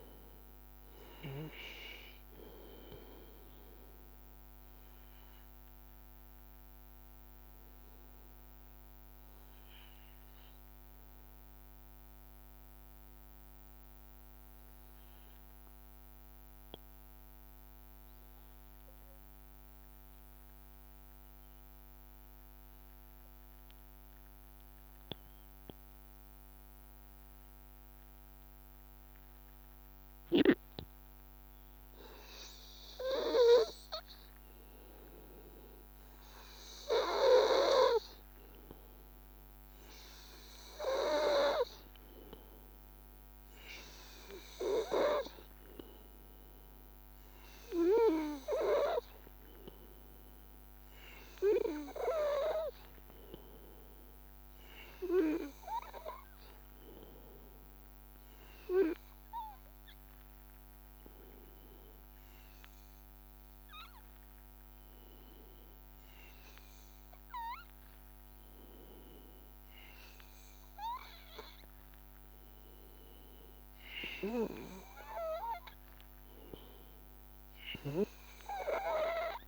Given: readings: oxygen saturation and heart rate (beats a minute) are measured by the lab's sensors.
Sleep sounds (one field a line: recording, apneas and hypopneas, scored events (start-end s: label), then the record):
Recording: breathing in sleep by a microphone on the trachea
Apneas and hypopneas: 2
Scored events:
0.00-14.50 s: oxygen desaturation (device-marked, oxygen 92% lowest, heart rate 72 extreme)
5.00-32.50 s: obstructive apnea (oxygen 97% before, 92% lowest, heart rate 84 before, 72 extreme, up 4 after)
35.00-39.00 s: arousal
48.50-62.00 s: obstructive apnea (oxygen 99% before, 93% lowest, heart rate 78 before, 83 extreme, up 1 after)
63.50-68.00 s: arousal
From the record:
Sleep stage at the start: N2 (light sleep)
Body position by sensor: on the back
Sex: male